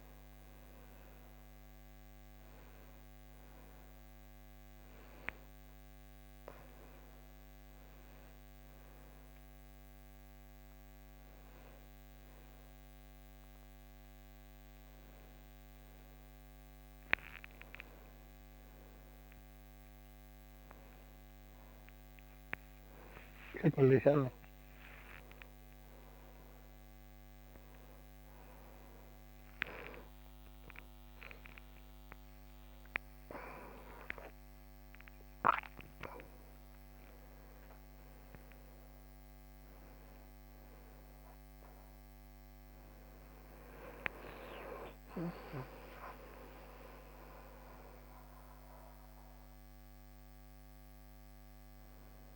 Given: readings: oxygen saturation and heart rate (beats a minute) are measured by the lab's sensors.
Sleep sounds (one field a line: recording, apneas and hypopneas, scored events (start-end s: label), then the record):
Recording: a person awake in a sleep study, by a microphone on the trachea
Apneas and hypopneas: none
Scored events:
50.00-52.36 s: new sleep stage, N2 (light sleep)
From the record:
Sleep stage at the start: awake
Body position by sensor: on the back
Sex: male